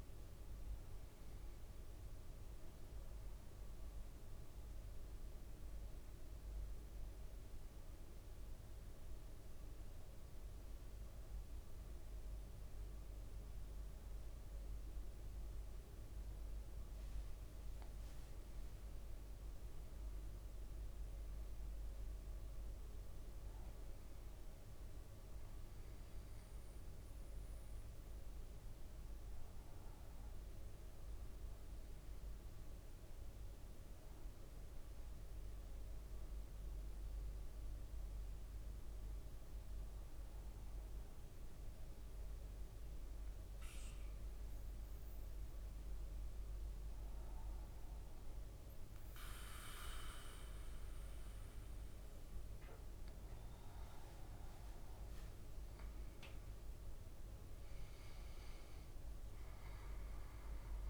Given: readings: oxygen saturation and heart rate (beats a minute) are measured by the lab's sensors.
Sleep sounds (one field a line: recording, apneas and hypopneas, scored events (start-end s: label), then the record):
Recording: breathing in sleep, hard to hear, by a room microphone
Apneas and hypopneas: 2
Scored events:
4.00-17.00 s: central apnea (oxygen 98% before, 95% lowest, heart rate 60 before, 55 extreme, up 5 after)
16.00-19.00 s: leg movement (device-marked)
19.00-24.00 s: arousal
33.00-60.89 s: new sleep stage, N2 (light sleep)
38.50-53.50 s: obstructive apnea (oxygen 99% before, 95% lowest, heart rate 58 before, 56 extreme, up 5 after)
53.00-56.00 s: leg movement (device-marked)
56.00-60.00 s: arousal
From the record:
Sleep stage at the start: N1 (lightest sleep)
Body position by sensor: on the back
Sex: male